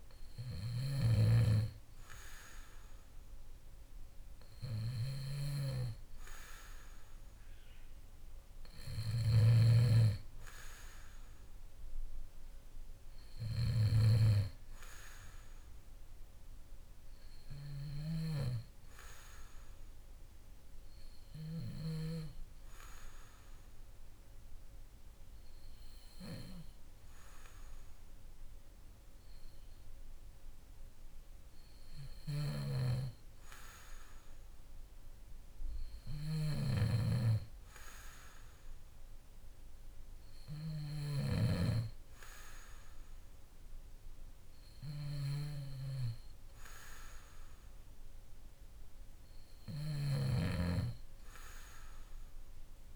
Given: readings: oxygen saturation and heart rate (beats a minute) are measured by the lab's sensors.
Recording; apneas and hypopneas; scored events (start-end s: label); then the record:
breathing in sleep by a room microphone; none
0.00-22.00 s: snoring (device-marked)
32.00-52.95 s: snoring (device-marked)
From the record:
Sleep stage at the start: N2 (light sleep); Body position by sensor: on the back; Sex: male